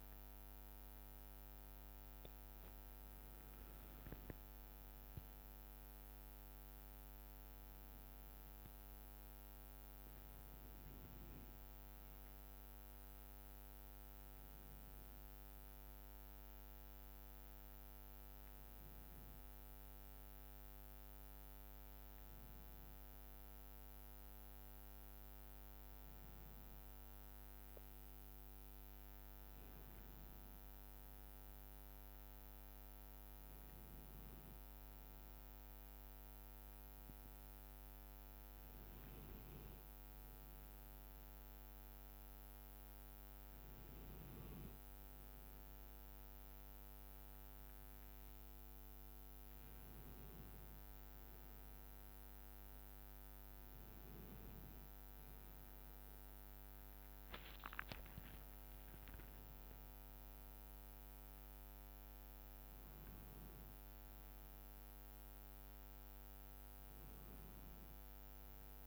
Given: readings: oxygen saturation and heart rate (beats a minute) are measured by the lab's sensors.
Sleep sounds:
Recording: a person awake in a sleep study, hard to hear, by a microphone on the trachea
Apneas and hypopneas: none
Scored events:
none scored
From the record:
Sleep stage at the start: awake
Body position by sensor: on the back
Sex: male

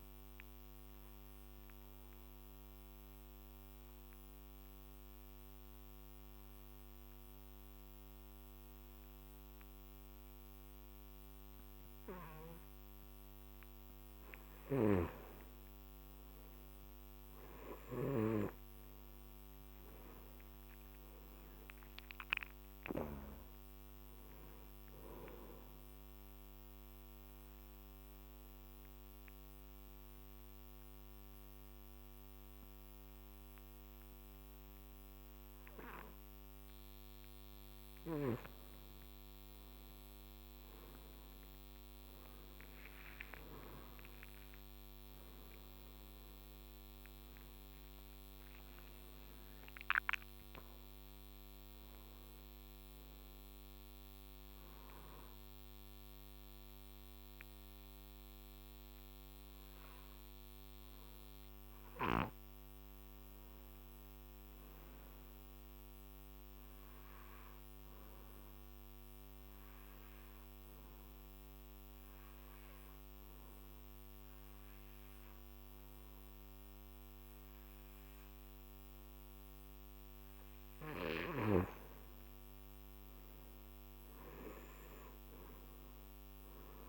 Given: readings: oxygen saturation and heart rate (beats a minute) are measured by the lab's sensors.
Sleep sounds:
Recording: breathing in sleep by a microphone on the trachea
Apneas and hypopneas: 3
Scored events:
0.00-21.50 s: oxygen desaturation (device-marked, oxygen 89% lowest, heart rate 46 extreme)
0.50-14.50 s: obstructive apnea (oxygen 96% before, 89% lowest, heart rate 59 before, 46 extreme, up 19 after)
20.00-23.50 s: arousal
27.00-38.00 s: obstructive apnea (oxygen 97% before, 91% lowest, heart rate 58 before, 47 extreme, up 28 after)
40.50-44.00 s: arousal
48.50-67.50 s: oxygen desaturation (device-marked, oxygen 98% before, 92% lowest, heart rate 60 before, 50 extreme)
64.50-67.50 s: arousal
69.00-81.00 s: obstructive apnea (oxygen 98% before, 89% lowest, heart rate 65 before, 49 extreme, up 13 after)
83.50-86.89 s: arousal
From the record:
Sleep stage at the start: N2 (light sleep)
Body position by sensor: on the back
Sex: male

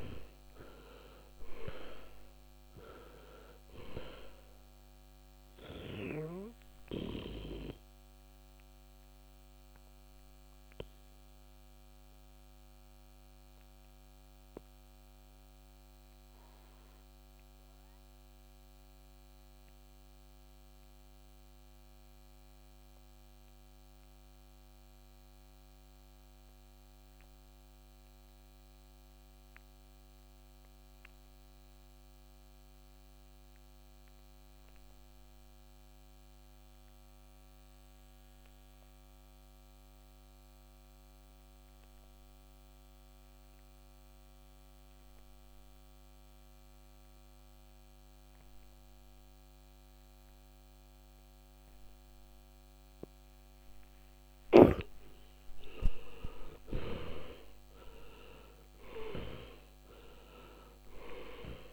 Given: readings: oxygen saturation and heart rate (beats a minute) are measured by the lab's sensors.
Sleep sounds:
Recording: breathing in sleep by a microphone on the trachea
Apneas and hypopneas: 1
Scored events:
1.50-39.50 s: oxygen desaturation (device-marked, oxygen 95% before, 73% lowest, heart rate 59 before, 48 extreme)
8.00-53.50 s: obstructive apnea (oxygen 99% before, 73% lowest, heart rate 67 before, 48 extreme, up 23 after)
51.50-60.50 s: oxygen desaturation (device-marked, oxygen 99% before, 90% lowest, heart rate 50 before, 47 extreme)
54.50-59.50 s: arousal
From the record:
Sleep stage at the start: N2 (light sleep)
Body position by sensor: on the back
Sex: male

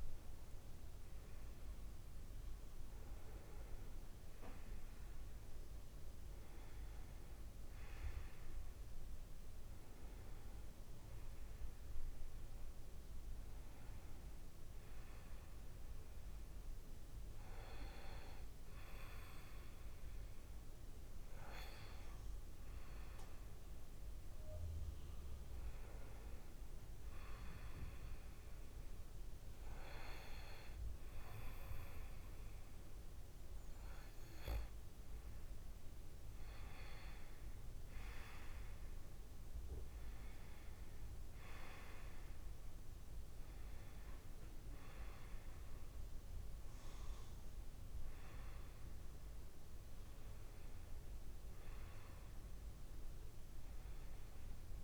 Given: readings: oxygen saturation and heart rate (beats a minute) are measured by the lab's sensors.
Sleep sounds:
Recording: breathing in sleep by a room microphone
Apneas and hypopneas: none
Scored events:
32.50-54.83 s: new sleep stage, N2 (light sleep)
From the record:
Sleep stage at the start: N1 (lightest sleep)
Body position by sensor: on the back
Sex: male

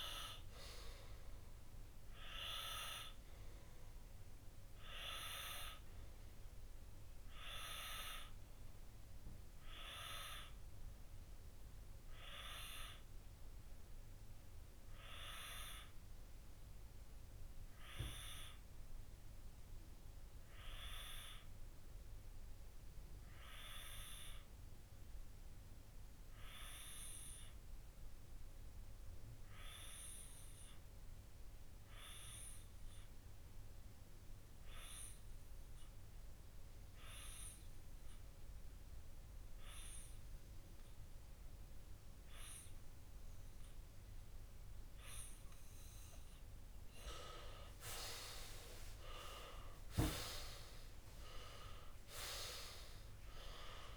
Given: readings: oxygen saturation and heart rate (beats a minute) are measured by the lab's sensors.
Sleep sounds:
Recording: breathing in sleep by a room microphone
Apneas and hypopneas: 1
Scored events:
0.00-4.50 s: oxygen desaturation (device-marked, oxygen 94% lowest)
7.00-46.50 s: obstructive apnea (oxygen 98% before, 93% lowest)
41.50-53.97 s: oxygen desaturation (device-marked, oxygen 98% before, 93% lowest)
48.00-52.00 s: arousal
From the record:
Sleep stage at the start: N2 (light sleep)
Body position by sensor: on the left side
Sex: male

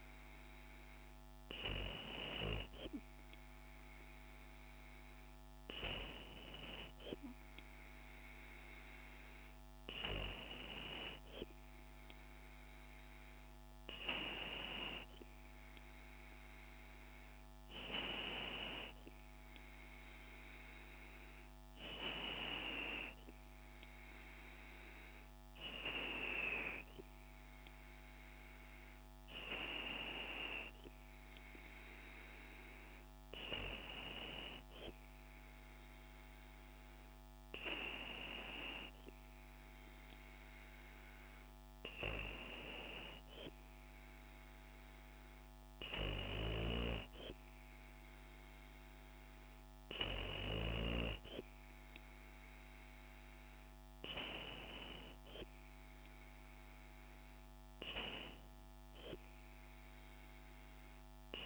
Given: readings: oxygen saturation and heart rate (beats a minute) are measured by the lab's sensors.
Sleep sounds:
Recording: breathing in sleep by a microphone on the trachea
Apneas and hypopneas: none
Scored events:
none scored
From the record:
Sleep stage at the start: N2 (light sleep)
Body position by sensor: on the back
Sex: female

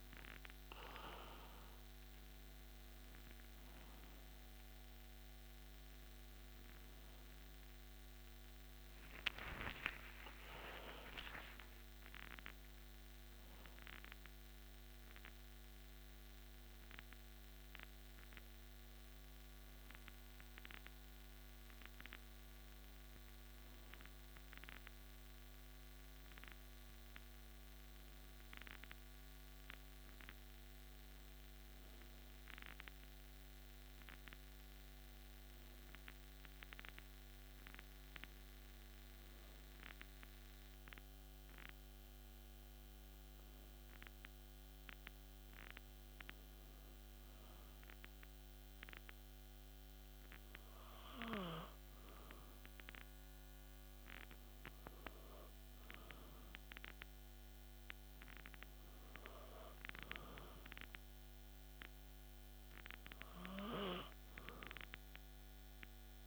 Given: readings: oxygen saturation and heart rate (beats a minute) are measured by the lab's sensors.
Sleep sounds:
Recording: breathing in sleep by a microphone on the trachea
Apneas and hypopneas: none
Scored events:
9.00-13.00 s: arousal
From the record:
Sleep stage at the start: N2 (light sleep)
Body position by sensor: on the back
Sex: male

